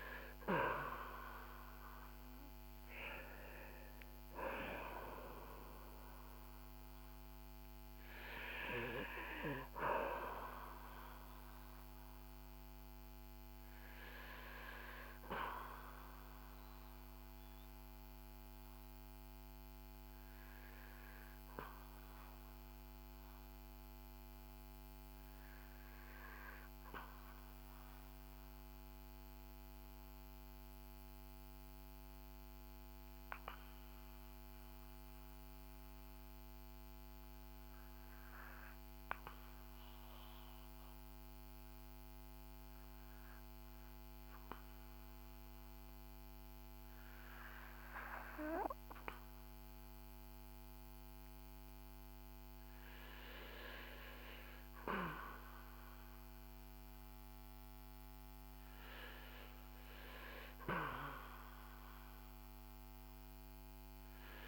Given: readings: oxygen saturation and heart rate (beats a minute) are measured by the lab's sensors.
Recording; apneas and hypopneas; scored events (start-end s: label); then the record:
breathing in sleep by a microphone on the trachea; 1
0.00-1.50 s: arousal
0.00-10.50 s: oxygen desaturation (device-marked, oxygen 85% lowest, heart rate 48 extreme)
12.50-35.50 s: oxygen desaturation (device-marked, oxygen 87% before, 81% lowest, heart rate 61 before, 48 extreme)
16.50-53.50 s: obstructive apnea (oxygen 90% before, 81% lowest, heart rate 61 before, 48 extreme, up 6 after)
53.50-64.47 s: oxygen desaturation (device-marked, oxygen 96% before, 82% lowest, heart rate 55 before, 49 extreme)
57.50-62.00 s: arousal
From the record:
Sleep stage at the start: REM sleep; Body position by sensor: on the back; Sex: male